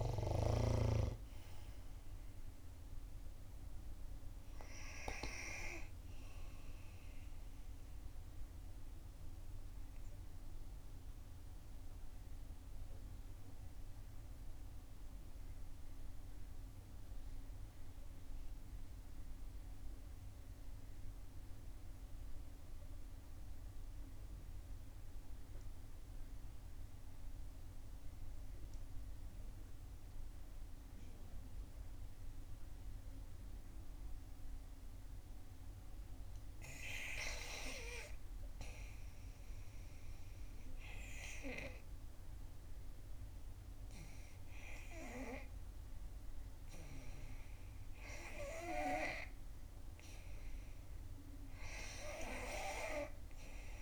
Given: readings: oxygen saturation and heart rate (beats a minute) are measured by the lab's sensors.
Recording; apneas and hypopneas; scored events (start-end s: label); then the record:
breathing in sleep by a room microphone; 1
0.00-13.00 s: oxygen desaturation (device-marked, oxygen 88% lowest, heart rate 55 extreme)
9.50-37.00 s: obstructive apnea (oxygen 92% before, 87% lowest, heart rate 66 before, 57 extreme, up 4 after)
31.00-53.82 s: oxygen desaturation (device-marked, oxygen 96% before, 87% lowest, heart rate 58 before, 64 extreme)
39.00-42.50 s: arousal
From the record:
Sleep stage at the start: N2 (light sleep); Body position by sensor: on the back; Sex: female